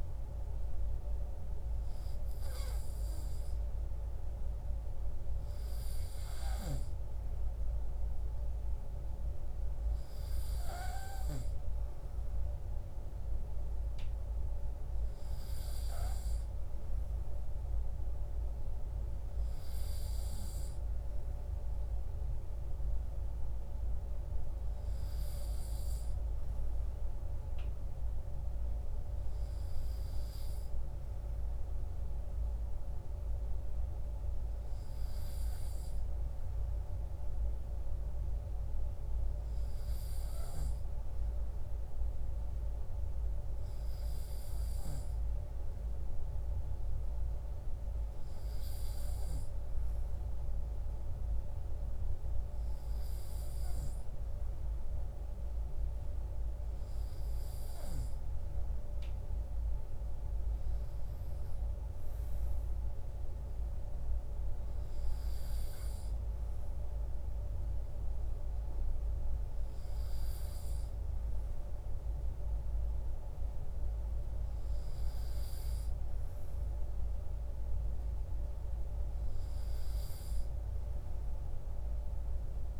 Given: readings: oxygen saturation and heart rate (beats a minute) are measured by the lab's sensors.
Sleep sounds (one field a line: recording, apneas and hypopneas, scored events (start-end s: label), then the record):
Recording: breathing in sleep, hard to hear, by a room microphone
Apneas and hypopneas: none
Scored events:
none scored
From the record:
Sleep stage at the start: N2 (light sleep)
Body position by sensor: on the right side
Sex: male